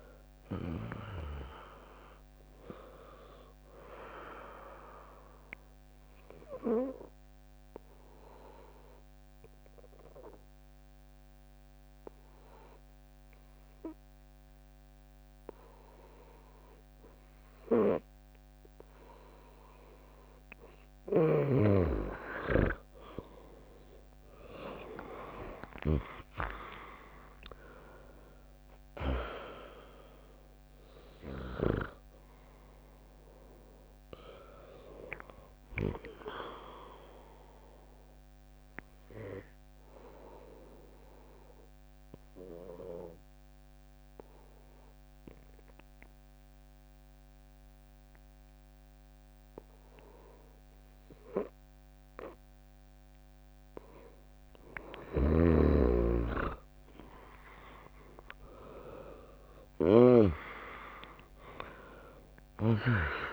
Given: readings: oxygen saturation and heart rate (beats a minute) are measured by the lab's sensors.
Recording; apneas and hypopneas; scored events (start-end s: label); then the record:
breathing in sleep by a microphone on the trachea; 2
0.00-12.50 s: drop in pulse transit time (device-marked, heart rate 68 extreme)
5.00-20.00 s: obstructive apnea (oxygen 100% before, 96% lowest, heart rate 72 before, 59 extreme)
23.50-28.50 s: arousal
26.50-41.50 s: drop in pulse transit time (device-marked, heart rate 79 before, 69 extreme)
39.50-52.50 s: mixed apnea (oxygen 99% before, 96% lowest, heart rate 77 before, 58 extreme)
54.50-56.50 s: bradycardia (device-marked, heart rate 76 before, 60 extreme)
57.50-62.00 s: arousal
From the record:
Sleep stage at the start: N2 (light sleep); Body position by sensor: on the right side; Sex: female